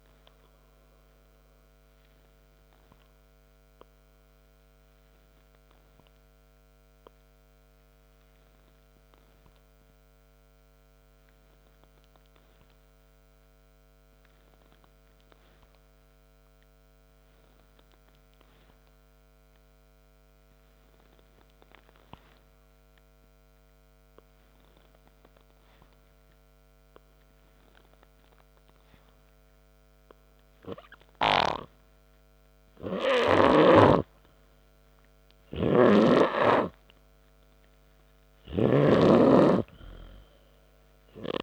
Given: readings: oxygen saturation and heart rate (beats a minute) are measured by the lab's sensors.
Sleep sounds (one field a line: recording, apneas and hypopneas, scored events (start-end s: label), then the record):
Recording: breathing in sleep by a microphone on the trachea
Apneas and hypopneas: 1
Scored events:
0.00-16.00 s: oxygen desaturation (device-marked, oxygen 92% lowest, heart rate 57 extreme)
6.50-28.50 s: obstructive apnea (oxygen 97% before, 92% lowest, heart rate 67 before, 57 extreme)
18.00-35.00 s: oxygen desaturation (device-marked, oxygen 98% before, 95% lowest, heart rate 70 before, 57 extreme)
35.50-39.50 s: arousal
39.00-41.43 s: snoring (device-marked)
From the record:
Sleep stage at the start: N3 (deep sleep)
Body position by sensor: on the back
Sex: male